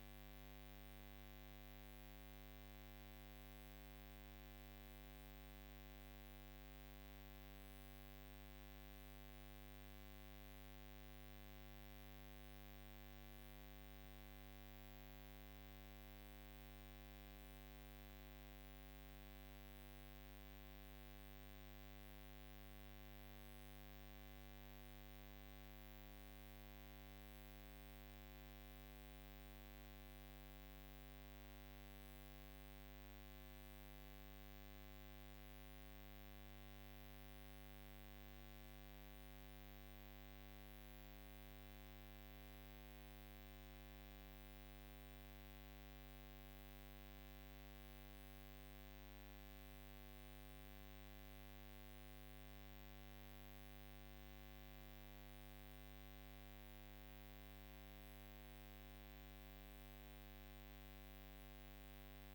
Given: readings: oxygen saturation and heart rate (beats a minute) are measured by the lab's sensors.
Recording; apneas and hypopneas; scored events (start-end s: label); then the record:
breathing in sleep, hard to hear, by a microphone on the trachea; none
none scored
From the record:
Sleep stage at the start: N2 (light sleep); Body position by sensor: on the right side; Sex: female